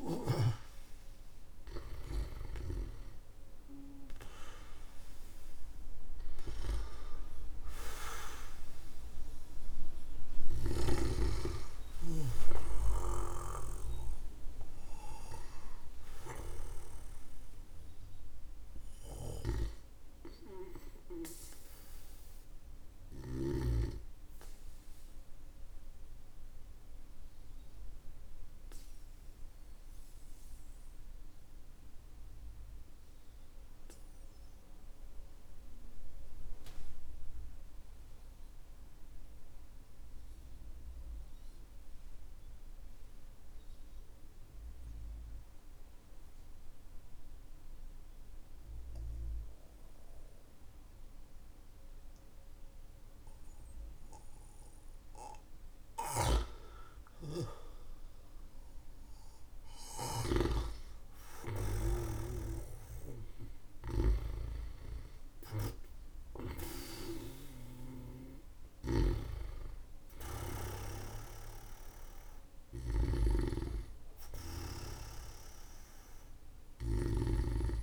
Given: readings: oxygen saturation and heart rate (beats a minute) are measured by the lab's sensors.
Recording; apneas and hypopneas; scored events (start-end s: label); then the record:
breathing in sleep by a room microphone; 1
3.50-39.50 s: oxygen desaturation (device-marked, oxygen 98% before, 91% lowest, heart rate 59 before, 43 extreme)
26.00-60.00 s: obstructive apnea (oxygen 98% before, 91% lowest, heart rate 50 before, 46 extreme, up 12 after)
55.50-64.00 s: snoring (device-marked)
57.50-77.83 s: oxygen desaturation (device-marked, oxygen 99% before, 93% lowest, heart rate 56 before, 45 extreme)
61.50-65.50 s: arousal
68.50-77.83 s: snoring (device-marked)
From the record:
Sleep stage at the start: N2 (light sleep); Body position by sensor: on the back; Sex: male